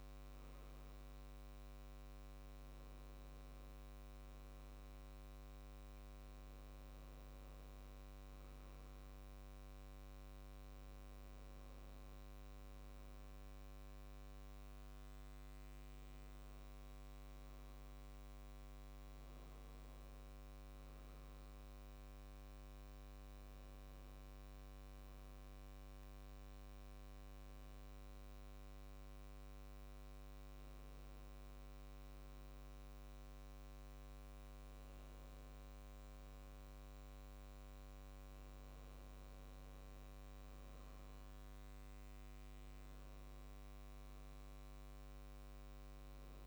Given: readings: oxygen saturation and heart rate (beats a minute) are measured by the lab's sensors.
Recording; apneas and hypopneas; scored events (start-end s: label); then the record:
breathing in sleep, hard to hear, by a microphone on the trachea; 1
25.00-37.50 s: hypopnea (oxygen 97% before, 93% lowest, heart rate 70 before, 69 extreme, up 4 after)
39.50-43.50 s: arousal
From the record:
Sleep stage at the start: N2 (light sleep); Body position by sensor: on the back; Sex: male